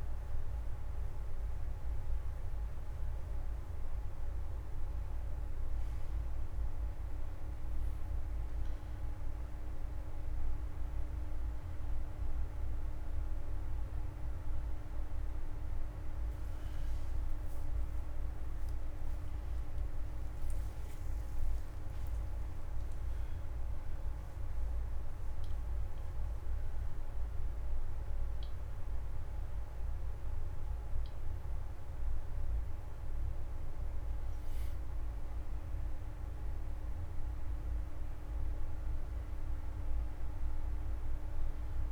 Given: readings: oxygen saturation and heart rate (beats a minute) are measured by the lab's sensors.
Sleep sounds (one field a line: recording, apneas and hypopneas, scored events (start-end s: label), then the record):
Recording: breathing in sleep, hard to hear, by a room microphone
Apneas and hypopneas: none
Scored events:
0.00-3.00 s: oxygen desaturation (device-marked, oxygen 92% lowest, heart rate 70 extreme)
16.50-20.50 s: arousal
From the record:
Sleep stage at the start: N1 (lightest sleep)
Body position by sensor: on the right side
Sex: male